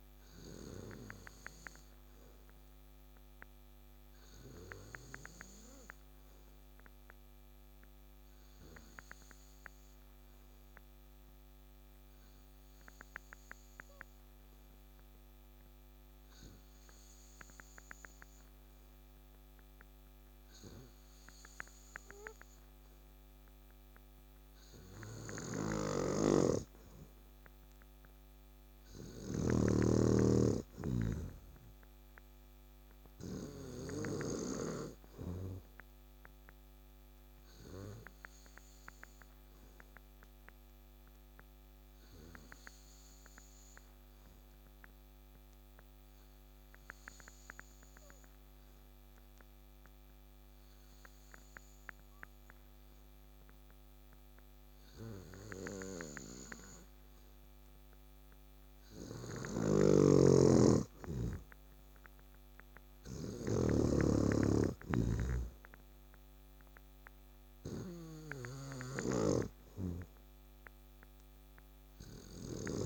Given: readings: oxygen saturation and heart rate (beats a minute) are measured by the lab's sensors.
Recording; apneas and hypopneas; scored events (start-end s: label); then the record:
breathing in sleep by a microphone on the trachea; 2
0.00-16.00 s: oxygen desaturation (device-marked, oxygen 88% lowest, heart rate 68 extreme)
6.50-25.50 s: obstructive apnea (oxygen 98% before, 85% lowest, heart rate 71 before, 68 extreme, up 4 after)
25.00-34.00 s: snoring (device-marked)
27.00-53.00 s: oxygen desaturation (device-marked, oxygen 95% before, 87% lowest, heart rate 70 before, 68 extreme)
29.50-33.50 s: arousal
40.50-59.50 s: obstructive apnea (oxygen 95% before, 85% lowest, heart rate 73 before, 68 extreme, up 6 after)
58.00-72.86 s: oxygen desaturation (device-marked, oxygen 96% before, 85% lowest, heart rate 70 before, 67 extreme)
59.00-72.86 s: snoring (device-marked)
63.00-67.50 s: arousal
From the record:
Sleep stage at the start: N2 (light sleep); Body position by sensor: on the back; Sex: male